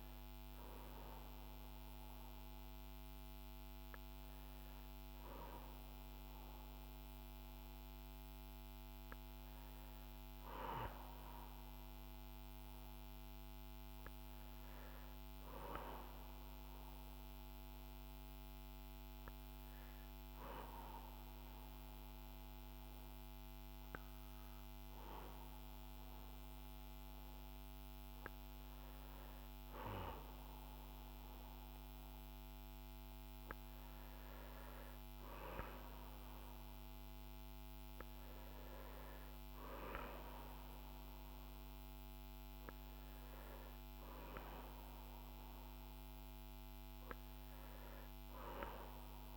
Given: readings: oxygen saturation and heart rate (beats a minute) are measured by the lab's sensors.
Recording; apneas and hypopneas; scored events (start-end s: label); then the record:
breathing in sleep by a microphone on the trachea; none
none scored
From the record:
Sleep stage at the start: N1 (lightest sleep); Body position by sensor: on the back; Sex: male